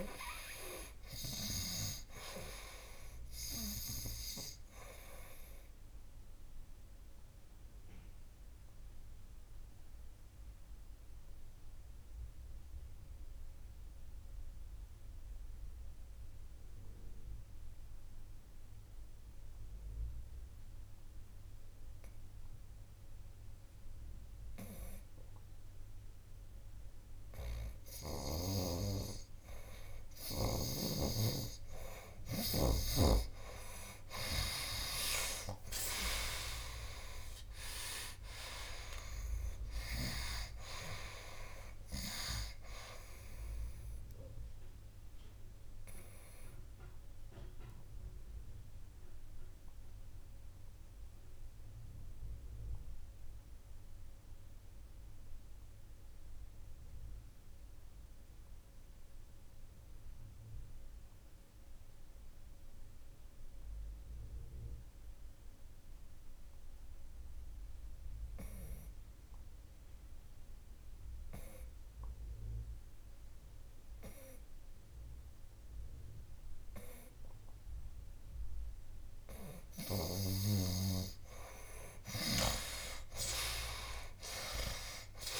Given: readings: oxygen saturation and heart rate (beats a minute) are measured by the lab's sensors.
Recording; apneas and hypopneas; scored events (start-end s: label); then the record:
breathing in sleep by a room microphone; 2
0.00-27.50 s: oxygen desaturation (device-marked, oxygen 79% lowest, heart rate 58 extreme)
5.50-28.50 s: obstructive apnea (oxygen 94% before, 78% lowest, heart rate 62 before, 58 extreme, up 9 after)
33.50-39.00 s: arousal
35.50-69.50 s: oxygen desaturation (device-marked, oxygen 96% before, 78% lowest, heart rate 60 before, 58 extreme)
46.00-80.00 s: obstructive apnea (oxygen 96% before, 76% lowest, heart rate 67 before, 58 extreme, up 13 after)
71.50-85.40 s: oxygen desaturation (device-marked, oxygen 98% before, 76% lowest, heart rate 59 before, 56 extreme)
83.00-85.40 s: arousal
From the record:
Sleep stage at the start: N2 (light sleep); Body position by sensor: on the right side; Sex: male